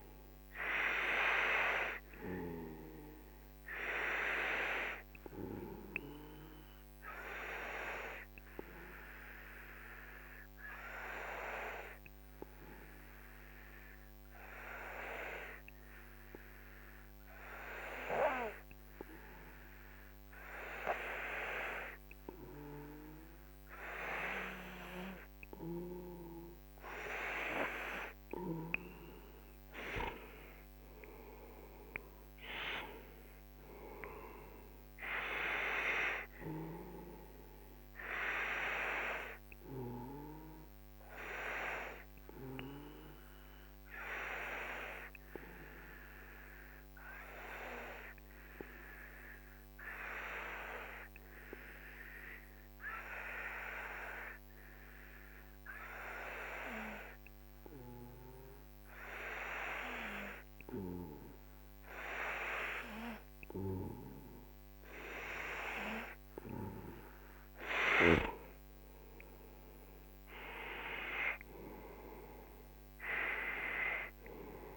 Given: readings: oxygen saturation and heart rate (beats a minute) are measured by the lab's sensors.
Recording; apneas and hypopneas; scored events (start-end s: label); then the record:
breathing in sleep by a microphone on the trachea; 2
5.50-26.50 s: obstructive apnea (oxygen 97% before, 93% lowest, heart rate 54 before, 47 extreme, up 10 after)
28.00-32.00 s: arousal
40.00-65.00 s: obstructive apnea (oxygen 96% before, 93% lowest, heart rate 55 before, 43 extreme, up 8 after)
66.50-70.50 s: arousal
From the record:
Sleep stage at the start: N2 (light sleep); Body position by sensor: on the right side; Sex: male